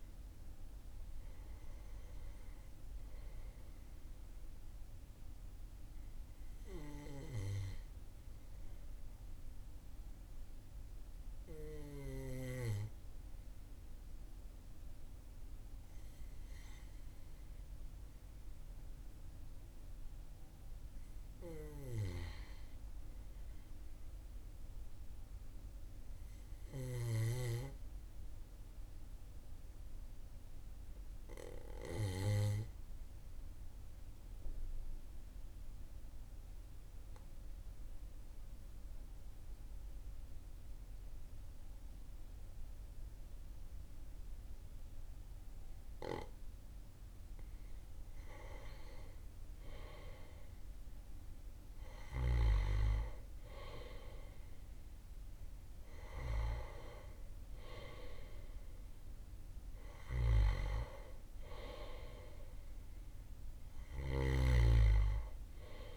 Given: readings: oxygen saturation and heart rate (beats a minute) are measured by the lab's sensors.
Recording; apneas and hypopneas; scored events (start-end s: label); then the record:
breathing in sleep by a room microphone; 1
33.00-48.00 s: obstructive apnea (oxygen 98% before, 93% lowest, heart rate 41 before, 40 extreme, up 1 after)
49.00-52.50 s: arousal
From the record:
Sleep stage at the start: N2 (light sleep); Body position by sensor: on the back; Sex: male